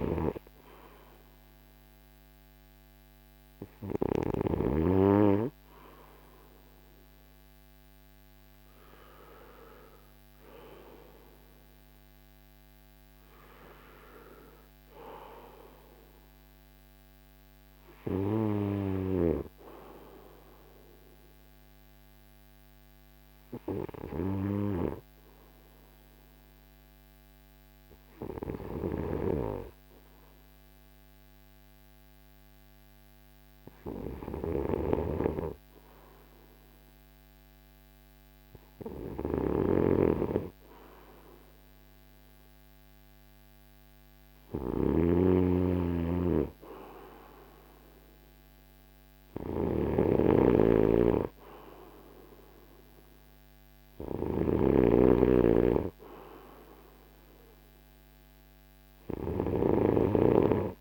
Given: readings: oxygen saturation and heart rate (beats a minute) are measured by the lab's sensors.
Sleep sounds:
breathing in sleep by a microphone on the trachea; none
0.00-4.00 s: snoring (device-marked)
34.00-59.50 s: snoring (device-marked)
From the record:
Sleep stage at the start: N2 (light sleep); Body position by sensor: on the back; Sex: male

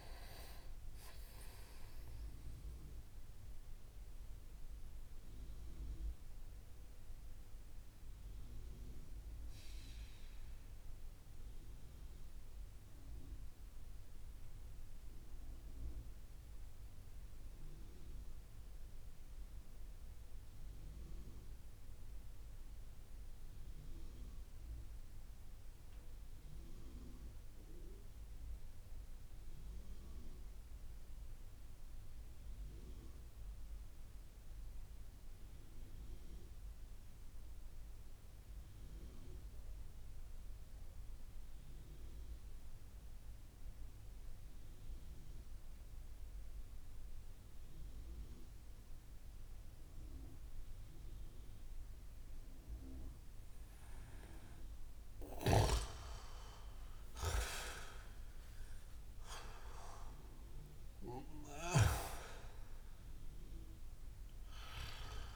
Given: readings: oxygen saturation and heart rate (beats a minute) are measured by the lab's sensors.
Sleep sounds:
breathing in sleep by a room microphone; 1
2.50-53.50 s: mixed apnea (oxygen 95% before, 86% lowest)
3.50-16.50 s: oxygen desaturation (device-marked, oxygen 90% before, 86% lowest)
36.50-65.36 s: oxygen desaturation (device-marked, oxygen 99% before, 88% lowest)
55.00-61.50 s: snoring (device-marked)
56.00-60.00 s: arousal
From the record:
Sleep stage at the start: N2 (light sleep); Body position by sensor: on the back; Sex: male

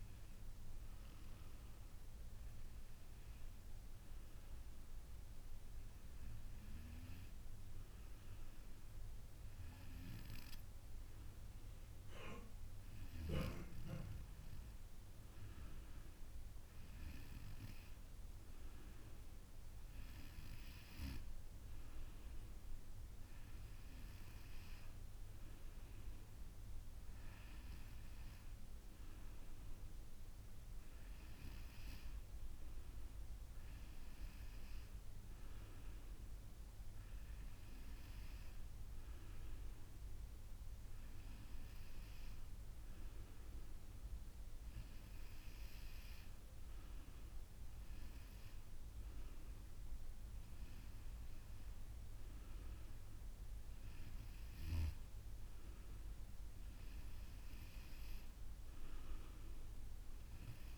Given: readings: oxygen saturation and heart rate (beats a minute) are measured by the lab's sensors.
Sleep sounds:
breathing in sleep by a room microphone; none
none scored
From the record:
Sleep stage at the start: N2 (light sleep); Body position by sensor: on the back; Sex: female

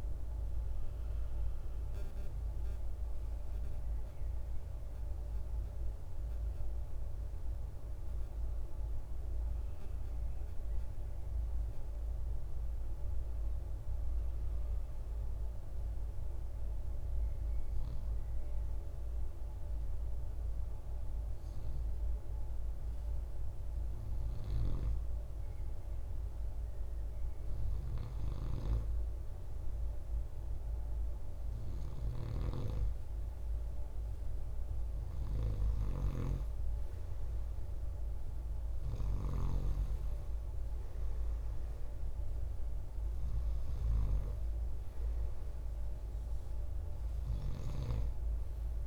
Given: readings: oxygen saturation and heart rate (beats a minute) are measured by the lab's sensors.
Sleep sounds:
breathing in sleep by a room microphone; 1
0.00-13.50 s: oxygen desaturation (device-marked, oxygen 88% lowest, heart rate 60 extreme)
4.50-24.00 s: hypopnea (oxygen 96% before, 88% lowest, heart rate 72 before, 61 extreme, up 3 after)
23.50-48.87 s: new sleep stage, N2 (light sleep)
28.00-33.00 s: arousal
31.00-35.00 s: snoring (device-marked)
36.50-48.87 s: oxygen desaturation (device-marked, oxygen 97% before, 94% lowest, heart rate 63 before, 56 extreme)
From the record:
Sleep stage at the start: REM sleep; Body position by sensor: on the right side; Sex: male

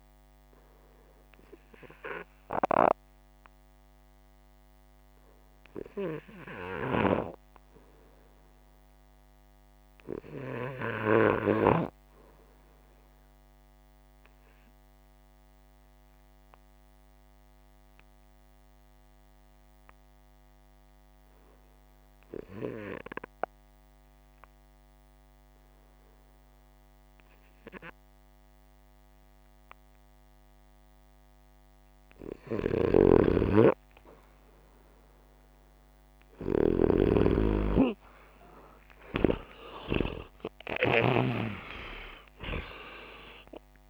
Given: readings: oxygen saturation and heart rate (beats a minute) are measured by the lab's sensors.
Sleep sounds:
breathing in sleep by a microphone on the trachea; 1
15.50-31.50 s: obstructive apnea (oxygen 96% before, 90% lowest, heart rate 94 before, 86 extreme, up 34 after)
32.00-36.50 s: snoring (device-marked)
36.50-41.00 s: arousal
From the record:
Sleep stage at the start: REM sleep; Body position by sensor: upright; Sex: male

